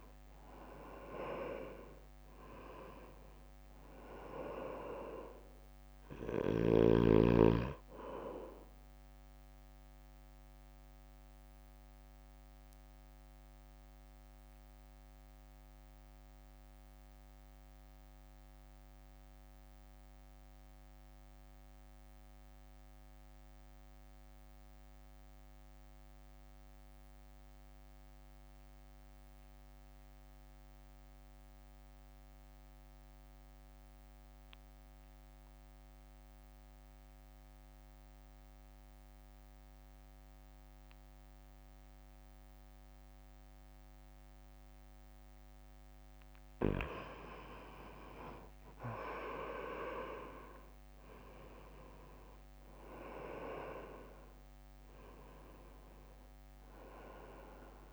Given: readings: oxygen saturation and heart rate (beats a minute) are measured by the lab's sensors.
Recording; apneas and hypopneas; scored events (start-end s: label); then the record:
breathing in sleep by a microphone on the trachea; 1
0.00-1.00 s: arousal
0.00-15.50 s: drop in pulse transit time (device-marked, heart rate 55 extreme)
0.00-30.50 s: oxygen desaturation (device-marked, oxygen 79% lowest, heart rate 48 extreme)
10.50-44.50 s: mixed apnea (oxygen 94% before, 79% lowest, heart rate 57 before, 52 extreme, up 5 after)
48.50-53.50 s: arousal
48.50-57.93 s: drop in pulse transit time (device-marked, heart rate 61 before, 54 extreme)
56.50-57.93 s: oxygen desaturation (device-marked, oxygen 96% before, 82% lowest, heart rate 58 before, 54 extreme)
From the record:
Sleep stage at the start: N2 (light sleep); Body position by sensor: on the right side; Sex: male